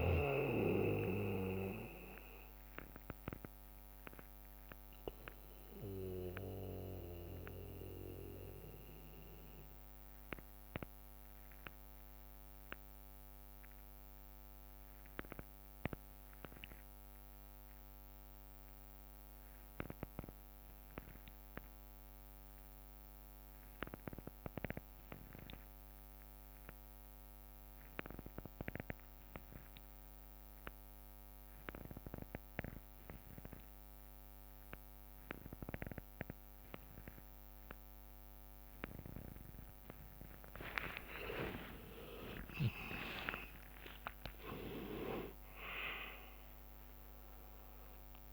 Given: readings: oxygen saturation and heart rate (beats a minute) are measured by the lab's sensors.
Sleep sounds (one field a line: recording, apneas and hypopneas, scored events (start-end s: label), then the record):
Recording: breathing in sleep by a microphone on the trachea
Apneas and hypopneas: 1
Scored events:
0.00-3.00 s: drop in pulse transit time (device-marked, heart rate 65 extreme)
0.00-15.00 s: oxygen desaturation (device-marked, oxygen 85% lowest, heart rate 55 extreme)
1.00-13.00 s: bradycardia (device-marked, heart rate 70 before, 55 extreme)
3.00-39.50 s: mixed apnea (oxygen 98% before, 82% lowest, heart rate 77 before, 55 extreme)
28.00-30.00 s: bradycardia (device-marked, heart rate 70 before, 59 extreme)
31.00-48.33 s: oxygen desaturation (device-marked, oxygen 99% before, 82% lowest, heart rate 60 before, 55 extreme)
32.00-34.00 s: bradycardia (device-marked, heart rate 70 before, 59 extreme)
39.00-48.00 s: tachycardia (device-marked, heart rate 70 before, 163 extreme)
40.50-46.00 s: arousal
42.00-44.00 s: long interval between heartbeats (device-marked, heart rate 62 before, 104 extreme)
43.00-48.33 s: drop in pulse transit time (device-marked, heart rate 64 before, 63 extreme)
45.50-47.50 s: long interval between heartbeats (device-marked, heart rate 71 before, 159 extreme)
From the record:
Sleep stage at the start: N2 (light sleep)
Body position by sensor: on the back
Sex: male